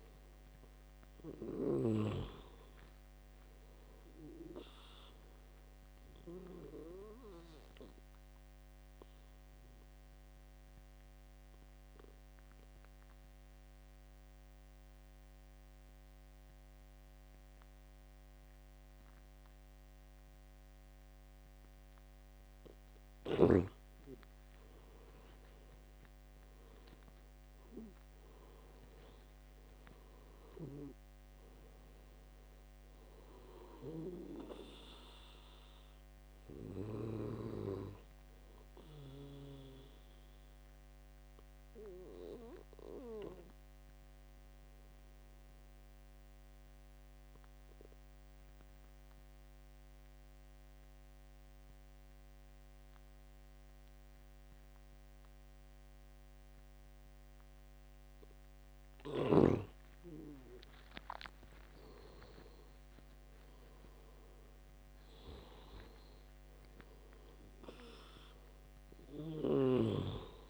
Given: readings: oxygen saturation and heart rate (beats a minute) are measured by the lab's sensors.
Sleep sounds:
breathing in sleep by a microphone on the trachea; 2
0.00-2.00 s: arousal
7.00-22.00 s: obstructive apnea (oxygen 98% before, 88% lowest, heart rate 75 before, 69 extreme, up 8 after)
13.00-23.00 s: oxygen desaturation (device-marked, oxygen 95% before, 90% lowest, heart rate 76 before, 70 extreme)
25.00-49.00 s: oxygen desaturation (device-marked, oxygen 97% before, 88% lowest, heart rate 73 before, 70 extreme)
25.50-29.50 s: arousal
41.50-58.50 s: obstructive apnea (oxygen 97% before, 87% lowest, heart rate 75 before, 65 extreme, up 9 after)
61.50-65.50 s: arousal
63.00-70.50 s: oxygen desaturation (device-marked, oxygen 98% before, 91% lowest, heart rate 73 before, 64 extreme)
From the record:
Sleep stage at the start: N2 (light sleep); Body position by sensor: on the back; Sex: male

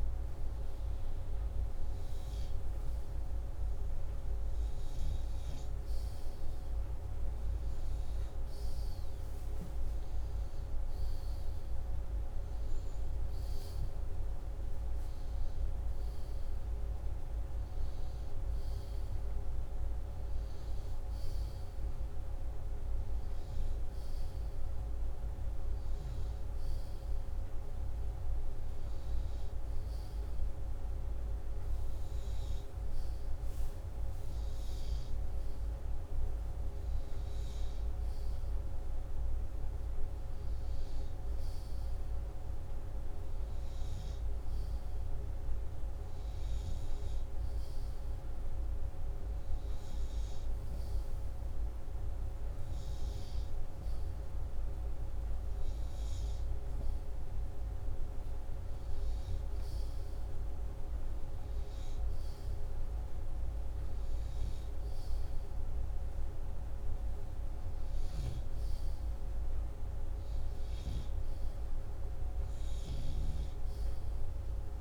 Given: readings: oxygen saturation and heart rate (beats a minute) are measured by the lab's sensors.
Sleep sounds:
breathing in sleep, hard to hear, by a room microphone; none
none scored
From the record:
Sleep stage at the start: N2 (light sleep); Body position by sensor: upright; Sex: male

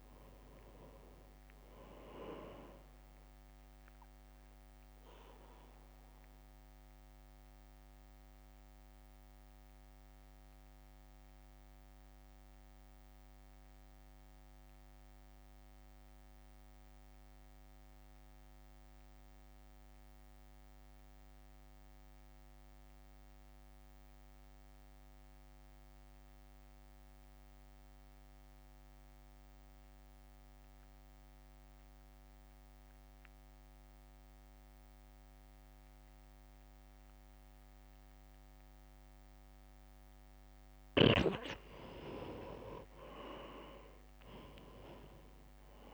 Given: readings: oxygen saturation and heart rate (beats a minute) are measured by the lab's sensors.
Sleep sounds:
breathing in sleep by a microphone on the trachea; 1
0.00-12.00 s: drop in pulse transit time (device-marked, heart rate 52 extreme)
0.00-24.00 s: oxygen desaturation (device-marked, oxygen 87% lowest, heart rate 52 extreme)
4.50-40.00 s: mixed apnea (oxygen 99% before, 87% lowest, heart rate 62 before, 52 extreme, up 4 after)
32.00-45.94 s: oxygen desaturation (device-marked, oxygen 98% before, 87% lowest, heart rate 59 before, 52 extreme)
42.50-45.94 s: arousal
From the record:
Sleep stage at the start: N2 (light sleep); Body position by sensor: on the right side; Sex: male

